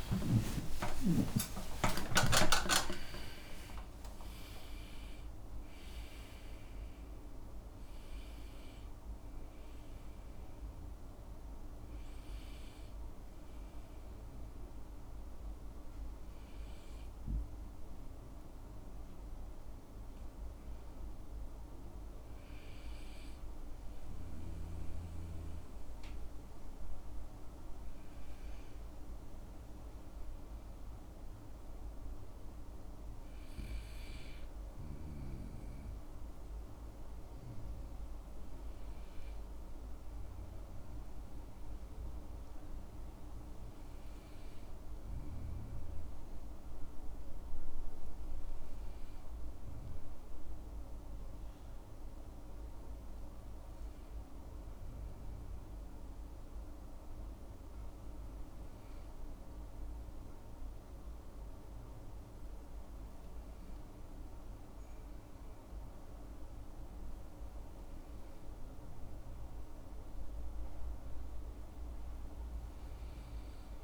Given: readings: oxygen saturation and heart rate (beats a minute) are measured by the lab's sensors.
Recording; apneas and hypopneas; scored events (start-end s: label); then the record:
breathing in sleep by a room microphone; none
0.00-8.00 s: tachycardia (device-marked, heart rate 169 extreme)
0.00-13.00 s: oxygen desaturation (device-marked, oxygen 81% lowest)
49.00-73.84 s: new sleep stage, N2 (light sleep)
From the record:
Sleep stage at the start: N1 (lightest sleep); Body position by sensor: on the right side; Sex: male